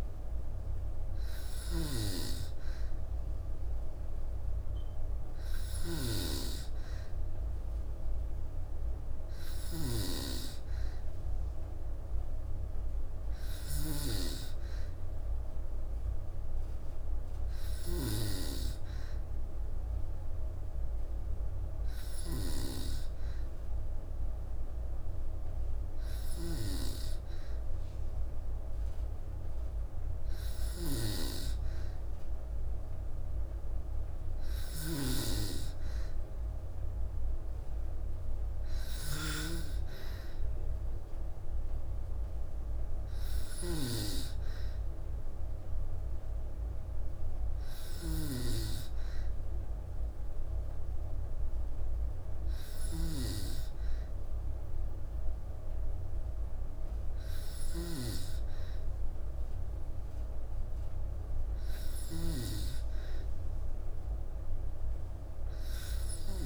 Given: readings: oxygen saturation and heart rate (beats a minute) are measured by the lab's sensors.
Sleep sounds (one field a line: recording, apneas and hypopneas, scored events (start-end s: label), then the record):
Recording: breathing in sleep by a room microphone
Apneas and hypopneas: none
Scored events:
0.00-61.50 s: snoring (device-marked)
From the record:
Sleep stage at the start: N2 (light sleep)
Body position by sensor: on the back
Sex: female